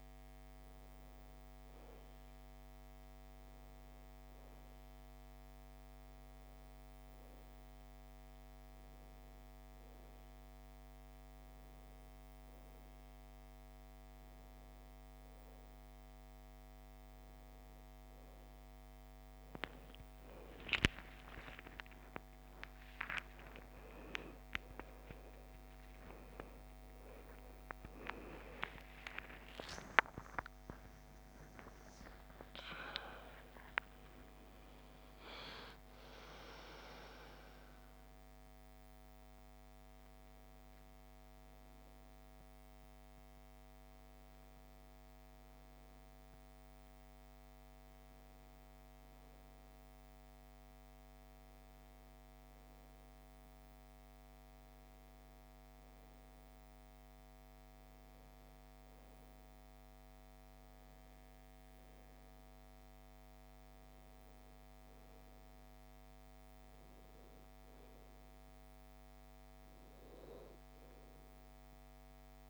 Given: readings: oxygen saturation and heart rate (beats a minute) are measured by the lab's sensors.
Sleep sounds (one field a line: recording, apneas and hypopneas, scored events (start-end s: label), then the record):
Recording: a person partly awake in a sleep study, by a microphone on the trachea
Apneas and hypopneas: none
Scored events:
16.50-46.50 s: new sleep stage, awake
46.50-72.50 s: new sleep stage, N1 (lightest sleep)
From the record:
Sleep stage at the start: N2 (light sleep)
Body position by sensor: on the back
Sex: female